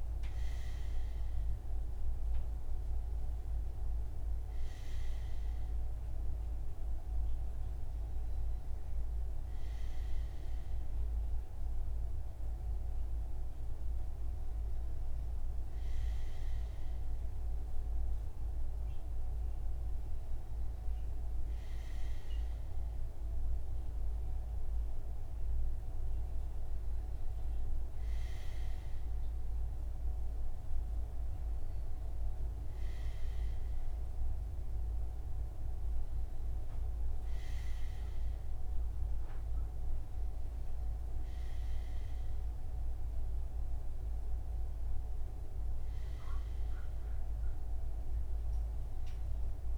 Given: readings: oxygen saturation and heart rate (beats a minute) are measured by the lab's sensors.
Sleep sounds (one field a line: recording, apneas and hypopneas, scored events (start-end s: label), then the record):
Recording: breathing in sleep, hard to hear, by a room microphone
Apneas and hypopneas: none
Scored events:
none scored
From the record:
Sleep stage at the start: REM sleep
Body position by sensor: on the front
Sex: male